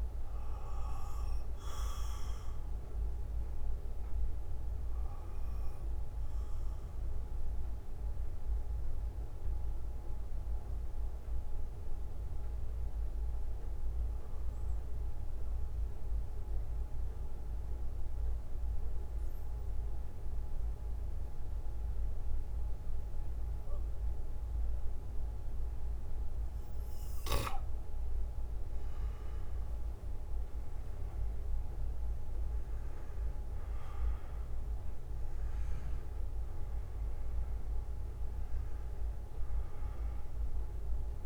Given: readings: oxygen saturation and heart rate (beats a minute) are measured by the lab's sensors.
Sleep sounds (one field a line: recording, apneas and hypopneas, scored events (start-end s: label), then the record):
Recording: breathing in sleep, hard to hear, by a room microphone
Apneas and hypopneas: 1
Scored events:
0.00-27.50 s: bradycardia (device-marked, heart rate 52 extreme)
7.50-25.50 s: mixed apnea (oxygen 97% before, 90% lowest, heart rate 62 before, 55 extreme, up 9 after)
9.50-21.50 s: oxygen desaturation (device-marked, oxygen 94% before, 90% lowest, heart rate 61 before, 57 extreme)
29.00-31.50 s: arousal
From the record:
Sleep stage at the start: N2 (light sleep)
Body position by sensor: on the back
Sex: male